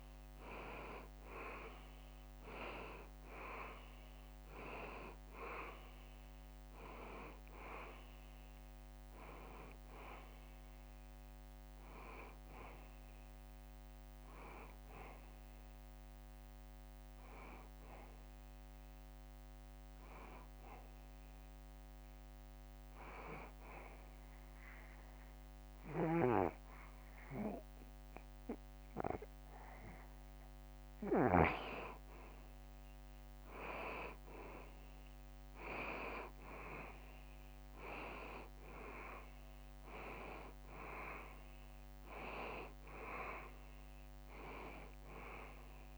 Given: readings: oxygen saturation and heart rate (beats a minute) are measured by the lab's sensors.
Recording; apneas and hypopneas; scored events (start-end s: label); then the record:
breathing in sleep by a microphone on the trachea; 1
0.00-2.50 s: arousal
1.00-18.00 s: oxygen desaturation (device-marked, oxygen 95% before, 88% lowest, heart rate 71 before, 70 extreme)
21.00-31.00 s: obstructive apnea (oxygen 95% before, 90% lowest, heart rate 73 before, 70 extreme, up 1 after)
34.00-37.50 s: arousal
38.00-45.97 s: oxygen desaturation (device-marked, oxygen 95% before, 90% lowest, heart rate 72 before, 70 extreme)
From the record:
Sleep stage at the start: N2 (light sleep); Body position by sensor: on the back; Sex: male